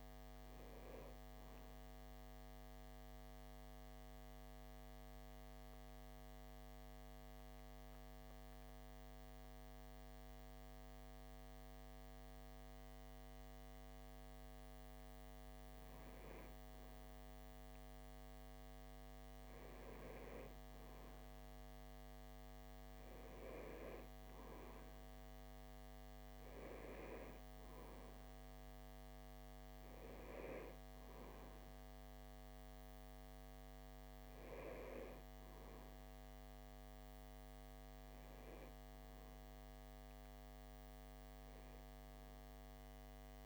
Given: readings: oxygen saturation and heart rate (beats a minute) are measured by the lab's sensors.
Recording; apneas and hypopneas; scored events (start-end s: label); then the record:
breathing in sleep by a microphone on the trachea; 1
2.50-14.00 s: obstructive apnea (oxygen 97% before, 95% lowest)
16.50-22.00 s: arousal
From the record:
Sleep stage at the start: REM sleep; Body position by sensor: on the back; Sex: male